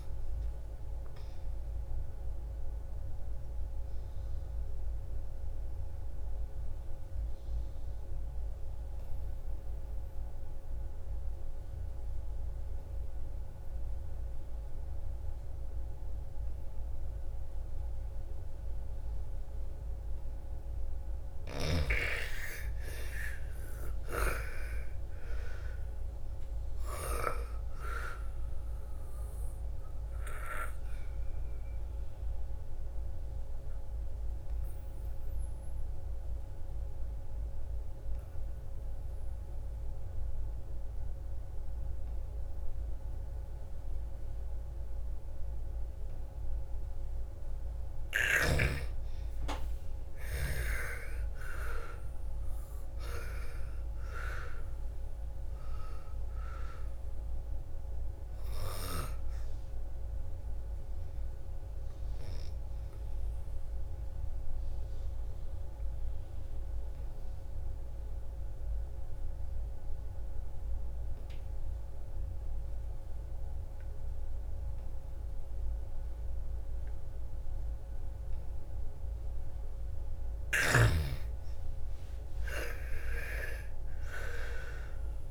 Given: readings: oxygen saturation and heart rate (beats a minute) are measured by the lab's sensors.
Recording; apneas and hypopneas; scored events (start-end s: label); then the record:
breathing in sleep by a room microphone; 3
0.00-5.00 s: oxygen desaturation (device-marked, oxygen 87% lowest, heart rate 53 extreme)
5.00-20.50 s: obstructive apnea (oxygen 99% before, 82% lowest, heart rate 64 before, 53 extreme, up 14 after)
22.00-26.00 s: arousal
22.00-43.00 s: oxygen desaturation (device-marked, oxygen 99% before, 82% lowest, heart rate 57 before, 55 extreme)
30.00-46.50 s: obstructive apnea (oxygen 99% before, 82% lowest, heart rate 59 before, 55 extreme, up 10 after)
49.00-53.00 s: arousal
54.00-71.00 s: oxygen desaturation (device-marked, oxygen 99% before, 85% lowest, heart rate 57 before, 55 extreme)
63.00-79.00 s: obstructive apnea (oxygen 99% before, 81% lowest, heart rate 62 before, 55 extreme, up 11 after)
81.50-85.31 s: arousal
83.00-85.31 s: oxygen desaturation (device-marked, oxygen 99% before, 83% lowest, heart rate 57 before, 54 extreme)
From the record:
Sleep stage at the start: N2 (light sleep); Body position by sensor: on the back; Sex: female